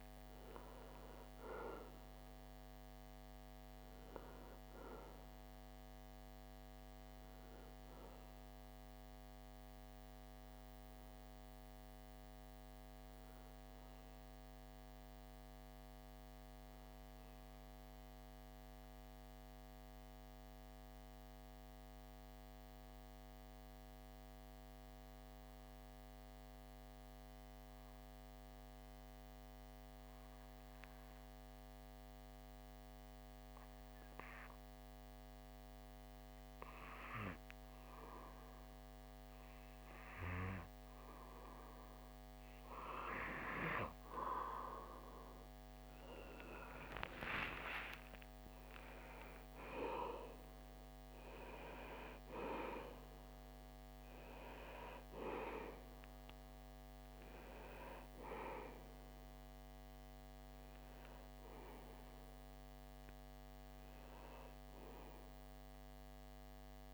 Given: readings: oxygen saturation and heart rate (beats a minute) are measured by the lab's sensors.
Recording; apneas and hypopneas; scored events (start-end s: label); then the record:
breathing in sleep by a microphone on the trachea; 1
0.00-5.50 s: oxygen desaturation (device-marked, oxygen 92% lowest)
1.00-39.50 s: obstructive apnea (oxygen 98% before, 91% lowest)
36.50-66.94 s: oxygen desaturation (device-marked, oxygen 97% before, 91% lowest)
45.50-49.50 s: arousal
From the record:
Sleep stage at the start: N2 (light sleep); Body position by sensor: on the back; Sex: male